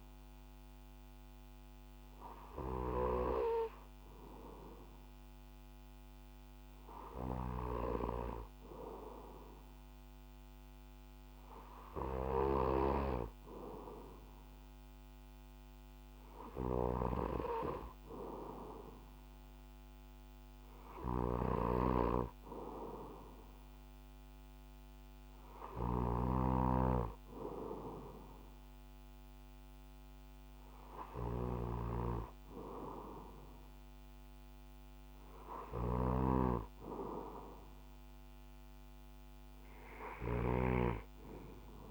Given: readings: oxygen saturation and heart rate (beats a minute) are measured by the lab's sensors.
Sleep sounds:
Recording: breathing in sleep by a microphone on the trachea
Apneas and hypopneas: none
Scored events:
16.00-41.91 s: snoring (device-marked)
From the record:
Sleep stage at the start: N2 (light sleep)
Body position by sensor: on the back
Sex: male

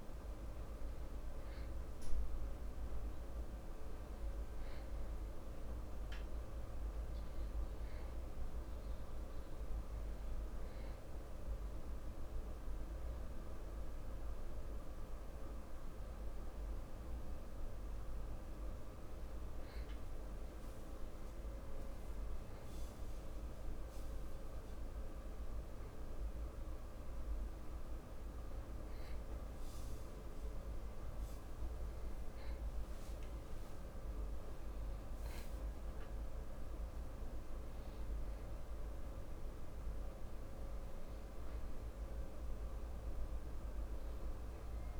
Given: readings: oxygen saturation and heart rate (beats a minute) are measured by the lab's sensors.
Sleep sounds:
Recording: a person awake in a sleep study, hard to hear, by a room microphone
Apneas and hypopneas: none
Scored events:
none scored
From the record:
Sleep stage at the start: awake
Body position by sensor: on the back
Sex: male

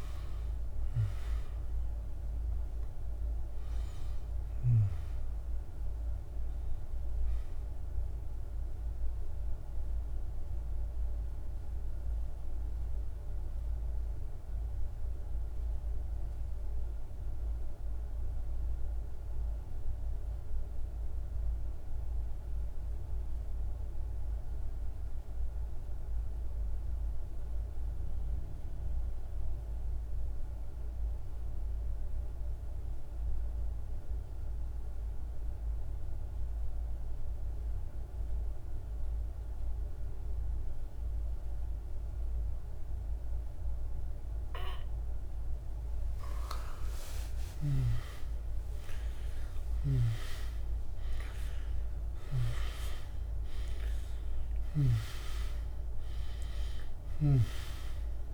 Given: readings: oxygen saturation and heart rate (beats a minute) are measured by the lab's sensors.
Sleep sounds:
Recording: breathing in sleep by a room microphone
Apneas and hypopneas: 1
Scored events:
0.00-18.50 s: oxygen desaturation (device-marked, oxygen 88% lowest, heart rate 46 extreme)
7.00-45.00 s: mixed apnea (oxygen 98% before, 84% lowest, heart rate 70 before, 46 extreme, up 12 after)
34.50-58.34 s: oxygen desaturation (device-marked, oxygen 99% before, 84% lowest, heart rate 47 before, 48 extreme)
46.00-50.50 s: arousal
From the record:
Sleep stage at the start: N2 (light sleep)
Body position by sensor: on the back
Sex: male

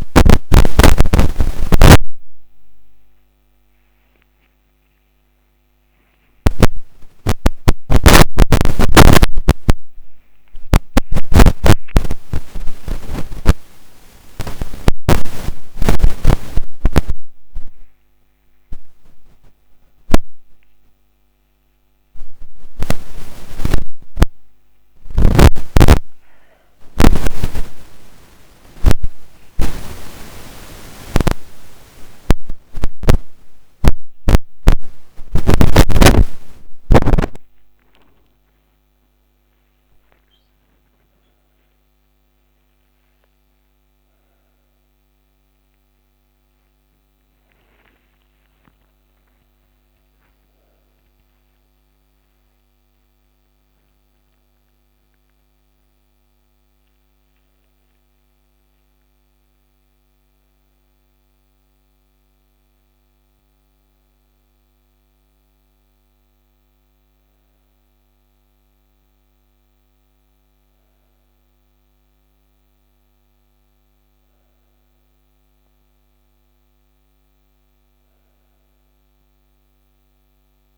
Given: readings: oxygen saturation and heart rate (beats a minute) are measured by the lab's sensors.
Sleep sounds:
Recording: a person awake in a sleep study, by a microphone on the trachea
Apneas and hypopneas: none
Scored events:
none scored
From the record:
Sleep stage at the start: awake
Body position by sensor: upright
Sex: female

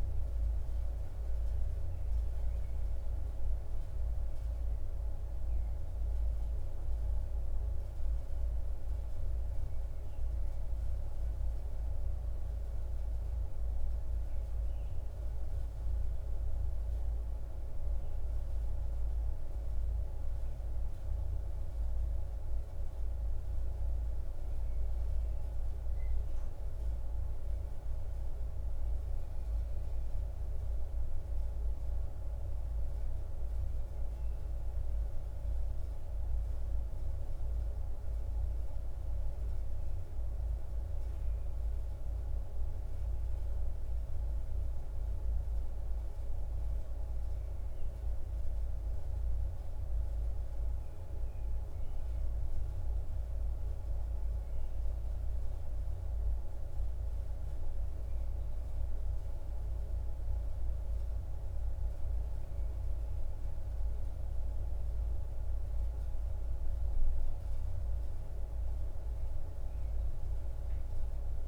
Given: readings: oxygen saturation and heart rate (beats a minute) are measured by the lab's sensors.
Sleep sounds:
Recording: breathing in sleep, hard to hear, by a room microphone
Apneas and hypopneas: none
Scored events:
none scored
From the record:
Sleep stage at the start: N2 (light sleep)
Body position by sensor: on the back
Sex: male

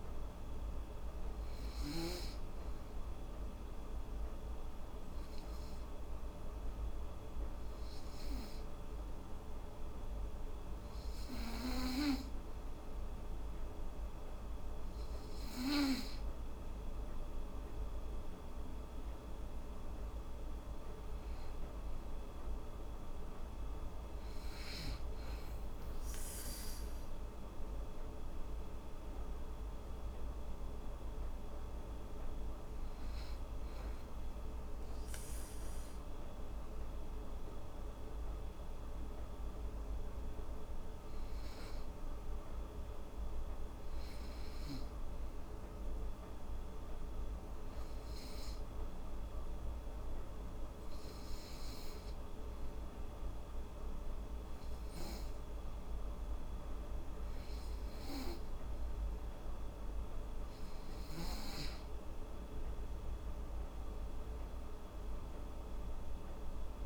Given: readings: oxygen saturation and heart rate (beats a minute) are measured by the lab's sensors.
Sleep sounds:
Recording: breathing in sleep, hard to hear, by a room microphone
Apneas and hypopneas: 2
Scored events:
0.00-13.50 s: oxygen desaturation (device-marked, oxygen 91% lowest, heart rate 76 extreme)
3.50-15.50 s: hypopnea (oxygen 96% before, 88% lowest, heart rate 78 before, 76 extreme, up 5 after)
16.50-19.50 s: arousal
19.50-37.50 s: oxygen desaturation (device-marked, oxygen 94% before, 91% lowest, heart rate 81 before, 76 extreme)
47.00-60.50 s: hypopnea (oxygen 96% before, 88% lowest, heart rate 79 before, 77 extreme, up 7 after)
56.50-66.86 s: oxygen desaturation (device-marked, oxygen 96% before, 88% lowest, heart rate 78 before, 77 extreme)
63.00-66.86 s: arousal
From the record:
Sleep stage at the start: N2 (light sleep)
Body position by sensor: on the back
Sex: female

